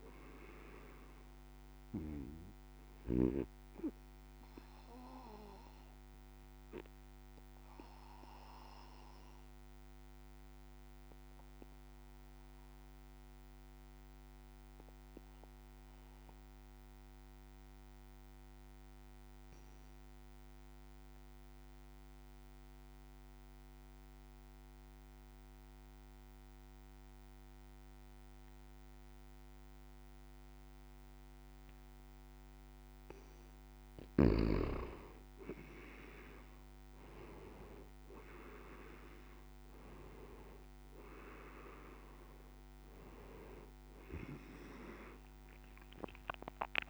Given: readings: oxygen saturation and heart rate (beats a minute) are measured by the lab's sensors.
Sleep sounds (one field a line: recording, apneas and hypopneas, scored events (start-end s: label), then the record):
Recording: breathing in sleep by a microphone on the trachea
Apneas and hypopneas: 1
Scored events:
0.00-21.50 s: oxygen desaturation (device-marked, oxygen 89% lowest, heart rate 51 extreme)
4.00-32.50 s: obstructive apnea (oxygen 97% before, 88% lowest, heart rate 58 before, 51 extreme, up 9 after)
36.50-39.50 s: arousal
38.50-46.90 s: oxygen desaturation (device-marked, oxygen 97% before, 88% lowest, heart rate 53 before, 50 extreme)
From the record:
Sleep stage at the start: N2 (light sleep)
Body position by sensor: on the back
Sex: male